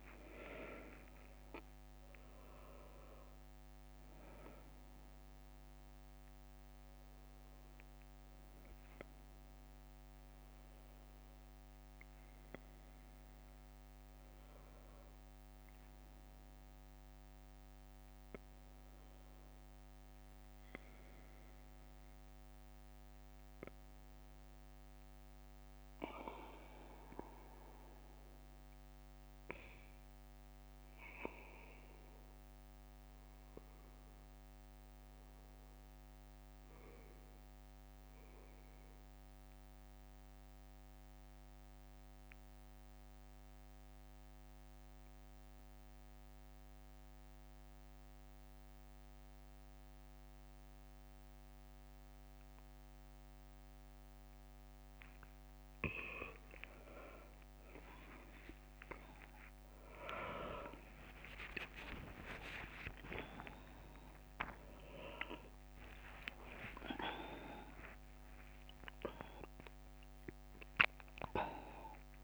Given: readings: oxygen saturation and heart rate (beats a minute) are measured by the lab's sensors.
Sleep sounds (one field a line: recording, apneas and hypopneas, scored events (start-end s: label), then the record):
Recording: breathing in sleep by a microphone on the trachea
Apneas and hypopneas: 1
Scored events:
0.00-24.50 s: oxygen desaturation (device-marked, oxygen 91% lowest, heart rate 64 extreme)
20.50-24.00 s: arousal
26.00-55.00 s: obstructive apnea (oxygen 98% before, 94% lowest, heart rate 66 before, 65 extreme, up 32 after)
56.50-67.50 s: oxygen desaturation (device-marked, oxygen 97% before, 94% lowest, heart rate 67 before, 73 extreme)
59.50-66.00 s: arousal
61.50-63.50 s: long interval between heartbeats (device-marked, heart rate 67 before, 81 extreme)
65.00-72.00 s: leg movement (device-marked)
From the record:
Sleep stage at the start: N2 (light sleep)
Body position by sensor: on the back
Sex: male